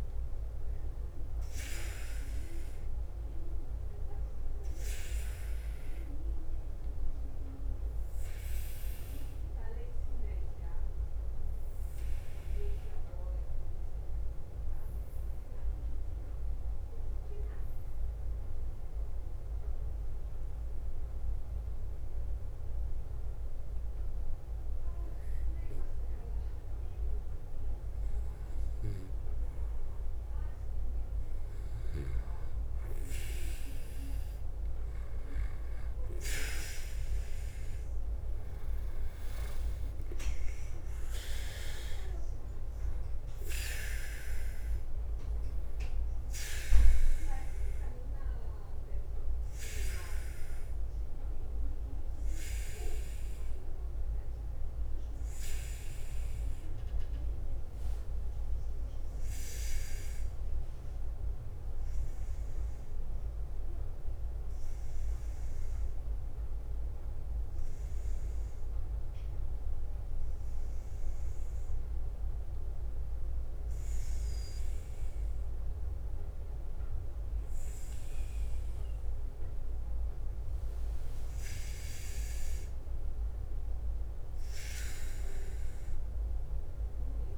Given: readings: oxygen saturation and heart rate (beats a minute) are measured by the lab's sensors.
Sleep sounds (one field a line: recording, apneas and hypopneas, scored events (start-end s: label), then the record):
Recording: breathing in sleep by a room microphone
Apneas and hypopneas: 2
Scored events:
0.00-38.00 s: bradycardia (device-marked, heart rate 46 extreme)
9.00-27.50 s: obstructive apnea (oxygen 99% before, 94% lowest, heart rate 52 before, 46 extreme, up 6 after)
38.50-43.00 s: arousal
42.00-87.38 s: bradycardia (device-marked, heart rate 52 before, 45 extreme)
58.50-76.50 s: obstructive apnea (oxygen 98% before, 94% lowest, heart rate 54 before, 47 extreme, up 11 after)
77.00-87.38 s: oxygen desaturation (device-marked, oxygen 97% before, 94% lowest, heart rate 52 before, 45 extreme)
81.50-86.00 s: arousal
From the record:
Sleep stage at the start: N2 (light sleep)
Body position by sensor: on the back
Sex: male